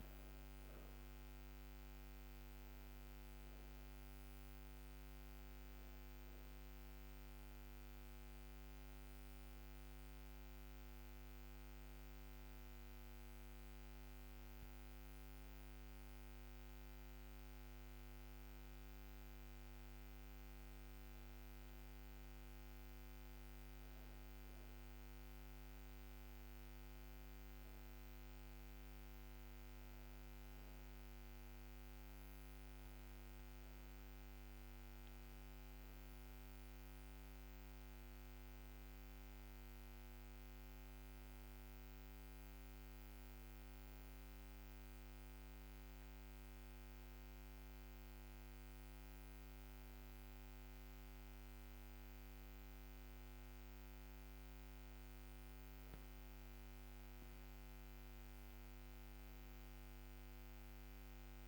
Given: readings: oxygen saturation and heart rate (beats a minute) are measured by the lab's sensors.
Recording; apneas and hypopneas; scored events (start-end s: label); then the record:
breathing in sleep, hard to hear, by a microphone on the trachea; 1
0.00-2.50 s: arousal
7.00-22.00 s: hypopnea (oxygen 98% before, 95% lowest, heart rate 72 before, 72 extreme, up 1 after)
28.00-34.00 s: arousal
50.00-61.48 s: new sleep stage, N2 (light sleep)
From the record:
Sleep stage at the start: N1 (lightest sleep); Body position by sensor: on the back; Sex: female